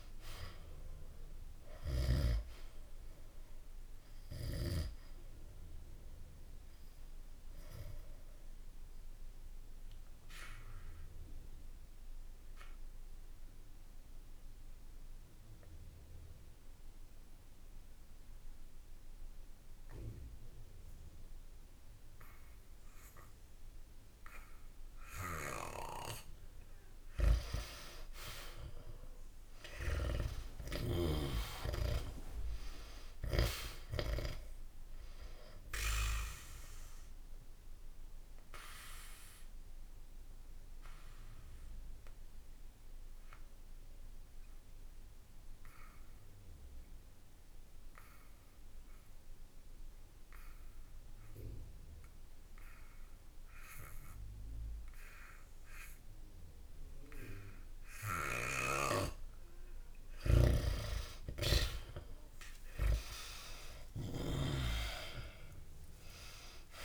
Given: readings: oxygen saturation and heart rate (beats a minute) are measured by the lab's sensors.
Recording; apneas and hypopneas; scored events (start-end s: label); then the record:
breathing in sleep by a room microphone; 2
0.00-2.00 s: snoring (device-marked)
0.00-28.00 s: oxygen desaturation (device-marked, oxygen 90% lowest, heart rate 64 extreme)
4.50-26.00 s: obstructive apnea (oxygen 95% before, 90% lowest, heart rate 67 before, 64 extreme, up 1 after)
29.00-32.50 s: arousal
30.50-34.00 s: snoring (device-marked)
36.00-59.50 s: obstructive apnea (oxygen 98% before, 90% lowest, heart rate 66 before, 64 extreme, up 2 after)
38.00-54.00 s: oxygen desaturation (device-marked, oxygen 98% before, 90% lowest, heart rate 66 before, 64 extreme)
61.50-66.00 s: arousal
64.00-66.85 s: oxygen desaturation (device-marked, oxygen 98% before, 90% lowest, heart rate 67 before, 64 extreme)
From the record:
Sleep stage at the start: N2 (light sleep); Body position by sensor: on the back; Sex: male